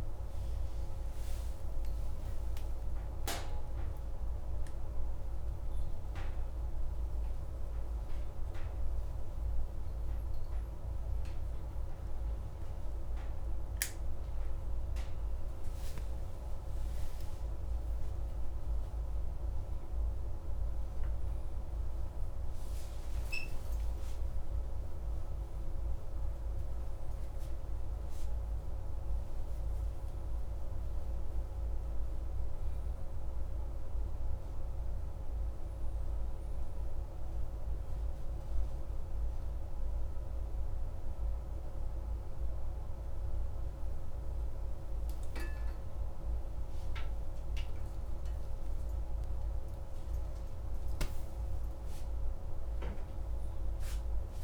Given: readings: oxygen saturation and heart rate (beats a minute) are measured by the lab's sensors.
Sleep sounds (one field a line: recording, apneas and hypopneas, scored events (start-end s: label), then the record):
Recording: a person awake in a sleep study, hard to hear, by a room microphone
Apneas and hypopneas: none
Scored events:
none scored
From the record:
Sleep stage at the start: awake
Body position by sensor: upright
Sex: male